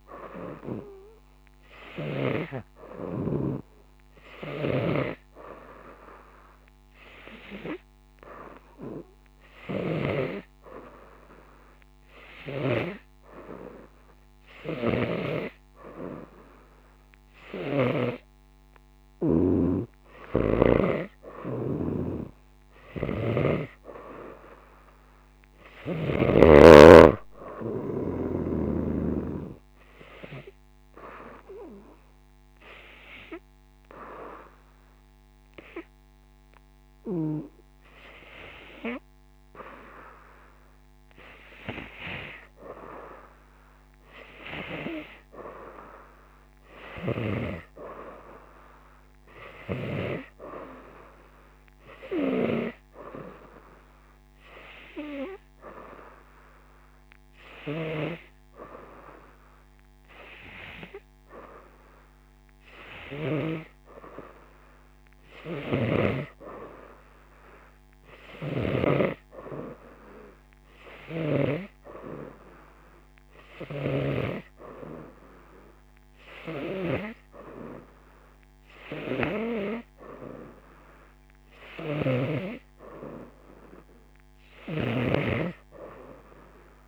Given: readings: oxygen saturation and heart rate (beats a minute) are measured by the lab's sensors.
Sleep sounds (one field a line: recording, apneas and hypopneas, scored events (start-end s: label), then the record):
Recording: breathing in sleep by a microphone on the trachea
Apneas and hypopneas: 1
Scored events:
0.00-2.50 s: snoring (device-marked)
4.50-13.00 s: snoring (device-marked)
20.00-26.50 s: snoring (device-marked)
32.00-42.50 s: hypopnea (oxygen 93% before, 89% lowest, heart rate 88 before, 86 extreme)
46.00-50.00 s: arousal
50.00-62.00 s: oxygen desaturation (device-marked, oxygen 94% before, 90% lowest, heart rate 88 before, 86 extreme)
57.50-63.50 s: snoring (device-marked)
65.50-69.00 s: snoring (device-marked)
69.00-79.00 s: oxygen desaturation (device-marked, oxygen 94% before, 89% lowest, heart rate 86 before, 86 extreme)
84.50-86.88 s: snoring (device-marked)
From the record:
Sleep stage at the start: N2 (light sleep)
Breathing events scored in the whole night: 164 in 5.3 hours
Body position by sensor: on the right side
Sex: female